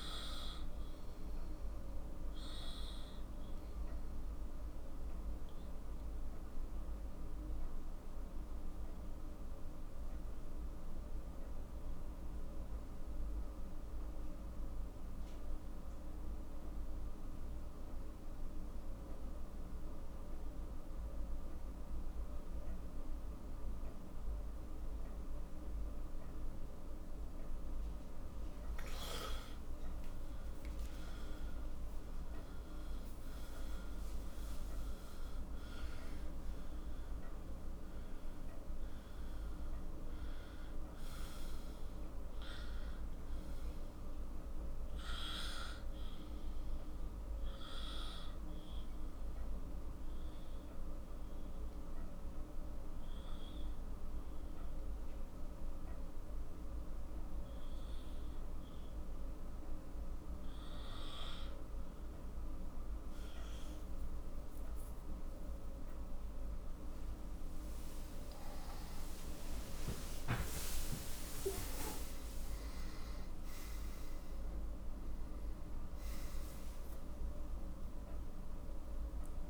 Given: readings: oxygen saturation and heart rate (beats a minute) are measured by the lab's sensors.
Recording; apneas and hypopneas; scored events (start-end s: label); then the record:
breathing in sleep, hard to hear, by a room microphone; 2
0.00-6.00 s: oxygen desaturation (device-marked, oxygen 91% lowest, heart rate 41 extreme)
0.50-27.00 s: obstructive apnea (oxygen 98% before, 91% lowest, heart rate 56 before, 42 extreme, up 23 after)
29.00-58.00 s: oxygen desaturation (device-marked, oxygen 98% before, 91% lowest, heart rate 49 before, 43 extreme)
32.00-36.00 s: arousal
37.00-79.50 s: new sleep stage, N1 (lightest sleep)
45.50-61.50 s: obstructive apnea (oxygen 98% before, 90% lowest, heart rate 61 before, 43 extreme, up 20 after)
64.50-70.50 s: arousal
70.00-79.50 s: oxygen desaturation (device-marked, oxygen 98% before, 94% lowest, heart rate 49 before, 42 extreme)
From the record:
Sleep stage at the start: N2 (light sleep); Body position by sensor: on the right side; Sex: male